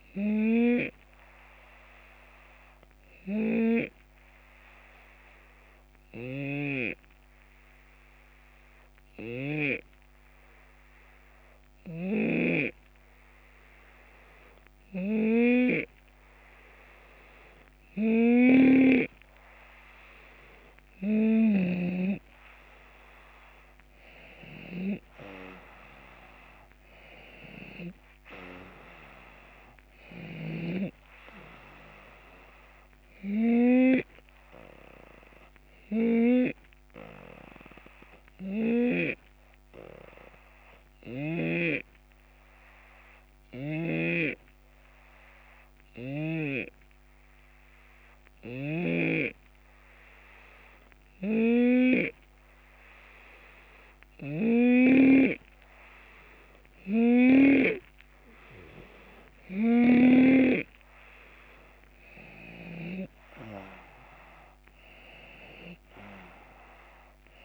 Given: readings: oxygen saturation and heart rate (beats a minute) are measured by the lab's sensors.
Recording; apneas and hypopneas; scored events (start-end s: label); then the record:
breathing in sleep by a microphone on the trachea; 2
1.00-17.00 s: hypopnea (oxygen 94% before, 91% lowest, heart rate 75 before, 72 extreme, up 5 after)
6.00-9.50 s: snoring (device-marked)
11.50-21.50 s: snoring (device-marked)
22.00-26.50 s: arousal
35.50-55.00 s: hypopnea (oxygen 94% before, 90% lowest, heart rate 77 before, 68 extreme, up 9 after)
41.00-43.00 s: long interval between heartbeats (device-marked, heart rate 78 before, 74 extreme)
48.50-57.50 s: snoring (device-marked)
62.50-67.00 s: arousal
63.50-67.45 s: drop in pulse transit time (device-marked, heart rate 71 before, 78 extreme)
From the record:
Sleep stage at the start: N2 (light sleep); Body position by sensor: on the left side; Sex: male